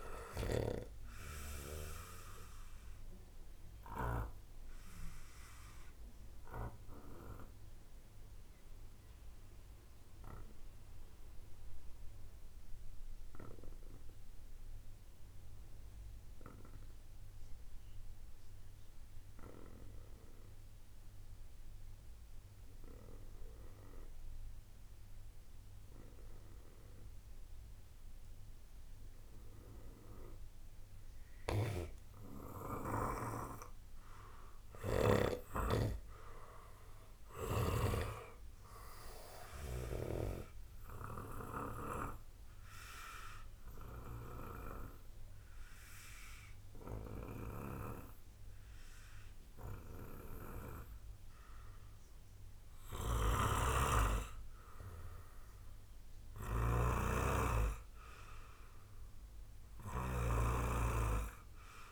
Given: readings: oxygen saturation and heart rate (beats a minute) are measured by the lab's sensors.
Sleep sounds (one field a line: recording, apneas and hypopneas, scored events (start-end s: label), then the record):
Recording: breathing in sleep by a room microphone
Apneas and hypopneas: 1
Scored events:
0.00-4.00 s: snoring (device-marked)
0.00-18.50 s: oxygen desaturation (device-marked, oxygen 93% lowest, heart rate 50 extreme)
6.00-31.00 s: obstructive apnea (oxygen 98% before, 93% lowest, heart rate 67 before, 50 extreme, up 9 after)
30.50-61.92 s: oxygen desaturation (device-marked, oxygen 97% before, 93% lowest, heart rate 64 before, 53 extreme)
31.00-35.00 s: snoring (device-marked)
35.00-38.00 s: arousal
47.00-61.92 s: snoring (device-marked)
From the record:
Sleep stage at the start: N2 (light sleep)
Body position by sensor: on the right side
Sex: male